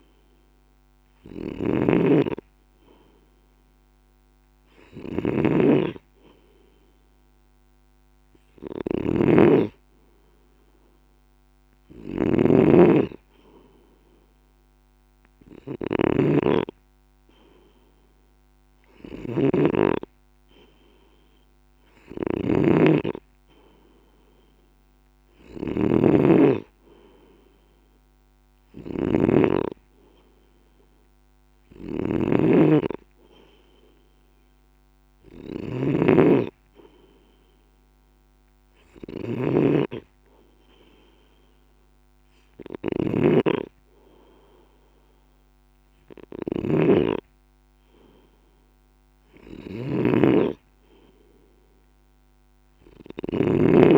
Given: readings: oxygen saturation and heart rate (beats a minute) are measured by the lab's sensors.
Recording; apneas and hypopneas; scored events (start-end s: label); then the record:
breathing in sleep by a microphone on the trachea; none
0.00-53.98 s: snoring (device-marked)
From the record:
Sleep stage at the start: N2 (light sleep); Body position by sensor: on the left side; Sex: male